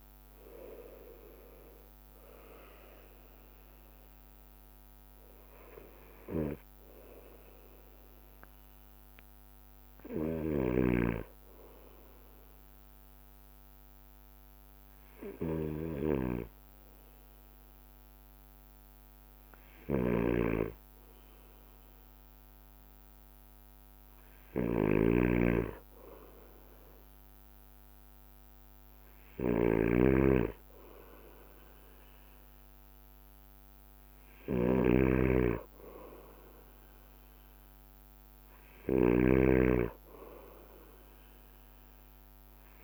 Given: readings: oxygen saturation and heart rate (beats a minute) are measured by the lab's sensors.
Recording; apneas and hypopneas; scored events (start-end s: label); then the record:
breathing in sleep by a microphone on the trachea; 1
0.00-3.00 s: arousal
0.00-42.84 s: bradycardia (device-marked, heart rate 55 extreme)
10.50-42.84 s: snoring (device-marked)
12.50-23.00 s: hypopnea (oxygen 93% before, 91% lowest, heart rate 57 before, 56 extreme, up 1 after)
26.00-29.50 s: arousal
From the record:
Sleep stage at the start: N2 (light sleep); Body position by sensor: on the right side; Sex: male